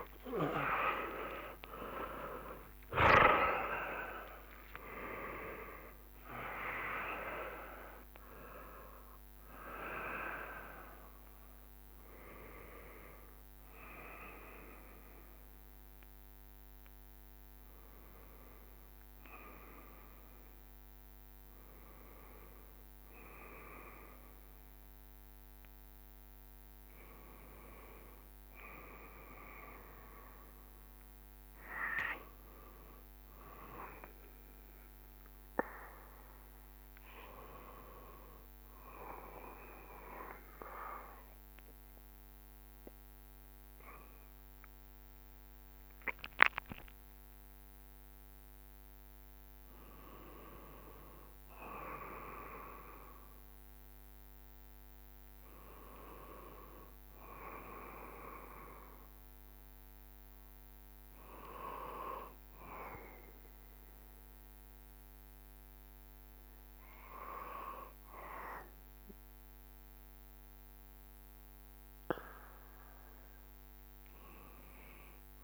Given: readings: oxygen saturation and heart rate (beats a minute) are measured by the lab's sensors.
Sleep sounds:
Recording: breathing in sleep by a microphone on the trachea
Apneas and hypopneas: 1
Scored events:
0.00-2.50 s: arousal
0.00-24.50 s: oxygen desaturation (device-marked, oxygen 77% lowest, heart rate 67 extreme)
2.50-18.50 s: drop in pulse transit time (device-marked, heart rate 75 before, 94 extreme)
28.50-33.00 s: arousal
39.00-49.50 s: mixed apnea (oxygen 100% before, 95% lowest, heart rate 85 before, 71 extreme, up 5 after)
51.00-55.50 s: arousal
From the record:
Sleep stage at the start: N2 (light sleep)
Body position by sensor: on the back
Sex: male

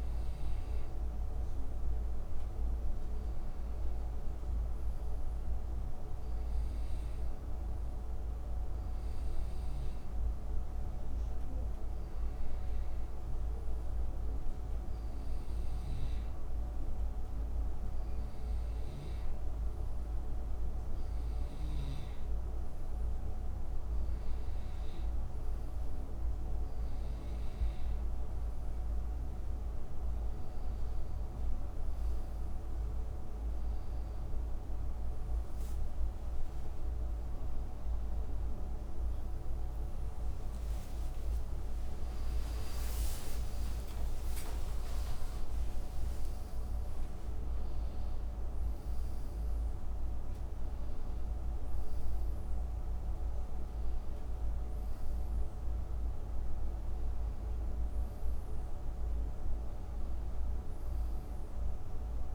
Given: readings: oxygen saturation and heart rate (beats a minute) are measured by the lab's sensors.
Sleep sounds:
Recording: a person partly awake in a sleep study, hard to hear, by a room microphone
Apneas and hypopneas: 1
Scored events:
7.50-21.00 s: hypopnea (oxygen 93% before, 91% lowest, heart rate 79 before, 77 extreme, up 2 after)
44.50-62.35 s: new sleep stage, awake
From the record:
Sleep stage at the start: N2 (light sleep)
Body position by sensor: on the back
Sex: male

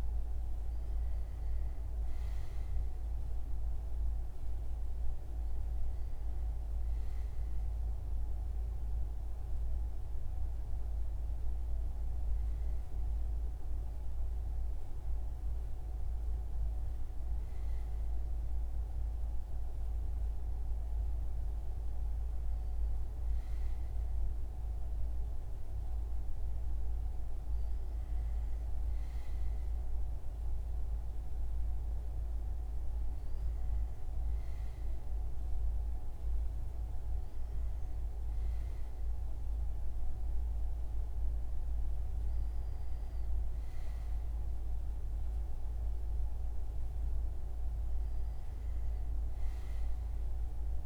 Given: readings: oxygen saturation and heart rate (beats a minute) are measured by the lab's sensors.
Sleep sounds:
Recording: breathing in sleep, hard to hear, by a room microphone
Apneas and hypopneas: none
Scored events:
none scored
From the record:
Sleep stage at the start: N2 (light sleep)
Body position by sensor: on the front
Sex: male

